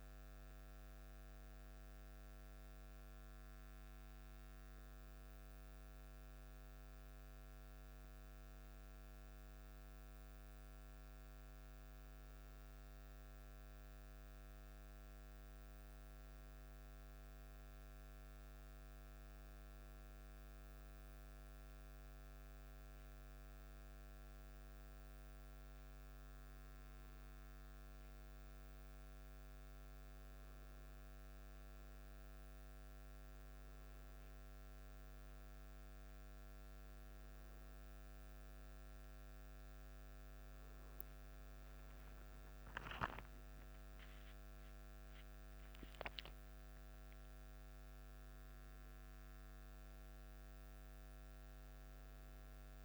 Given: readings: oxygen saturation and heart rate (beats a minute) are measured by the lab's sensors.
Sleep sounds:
breathing in sleep, hard to hear, by a microphone on the trachea; none
none scored
From the record:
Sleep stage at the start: N2 (light sleep); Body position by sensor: on the back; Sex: male

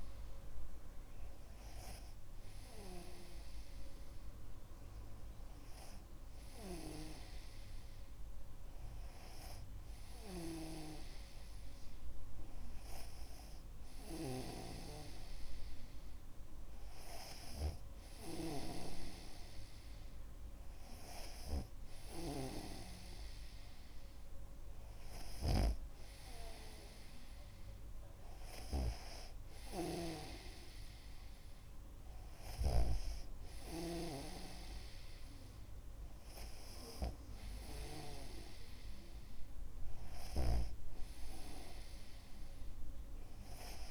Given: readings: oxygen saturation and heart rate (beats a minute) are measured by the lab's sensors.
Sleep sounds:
breathing in sleep by a room microphone; none
11.00-23.00 s: snoring (device-marked)
From the record:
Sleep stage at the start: N2 (light sleep); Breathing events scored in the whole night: 132 in 5.1 hours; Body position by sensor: on the back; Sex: male

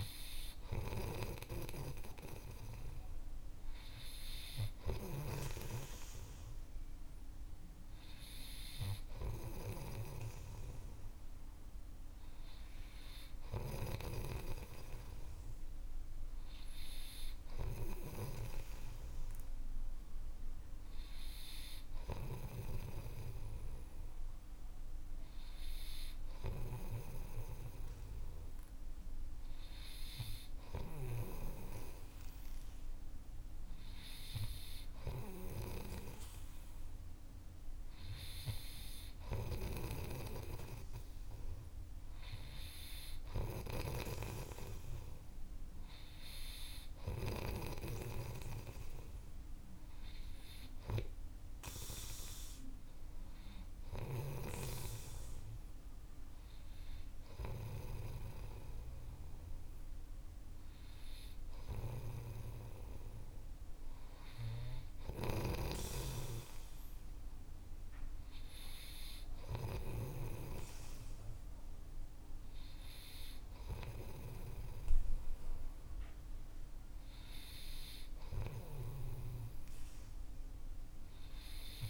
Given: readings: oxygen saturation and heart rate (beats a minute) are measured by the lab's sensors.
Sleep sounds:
breathing in sleep by a room microphone; none
0.00-48.00 s: snoring (device-marked)
62.00-79.00 s: snoring (device-marked)
From the record:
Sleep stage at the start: N3 (deep sleep); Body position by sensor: on the right side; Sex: male

